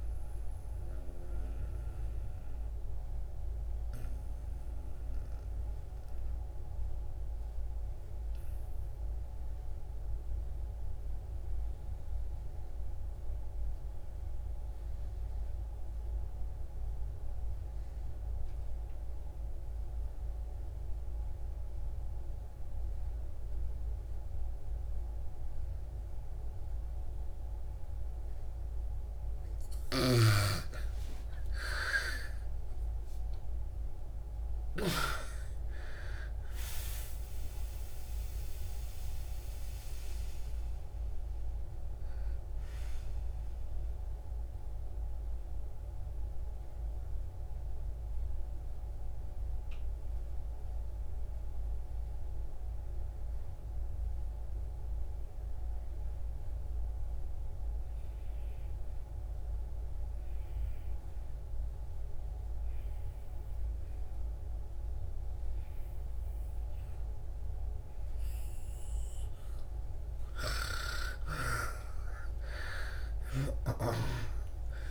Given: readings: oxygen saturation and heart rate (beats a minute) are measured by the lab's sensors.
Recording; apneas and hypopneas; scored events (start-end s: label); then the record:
breathing in sleep by a room microphone; 2
0.00-17.00 s: oxygen desaturation (device-marked, oxygen 79% lowest, heart rate 57 extreme)
2.50-28.50 s: obstructive apnea (oxygen 99% before, 75% lowest, heart rate 89 before, 58 extreme, up 39 after)
22.00-55.00 s: oxygen desaturation (device-marked, oxygen 99% before, 75% lowest, heart rate 61 before, 59 extreme)
31.00-35.50 s: arousal
43.50-69.00 s: obstructive apnea (oxygen 99% before, 75% lowest, heart rate 76 before, 58 extreme, up 5 after)
64.00-74.91 s: oxygen desaturation (device-marked, oxygen 98% before, 77% lowest, heart rate 63 before, 57 extreme)
71.50-74.91 s: arousal
From the record:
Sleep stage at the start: N2 (light sleep); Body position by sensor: on the back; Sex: female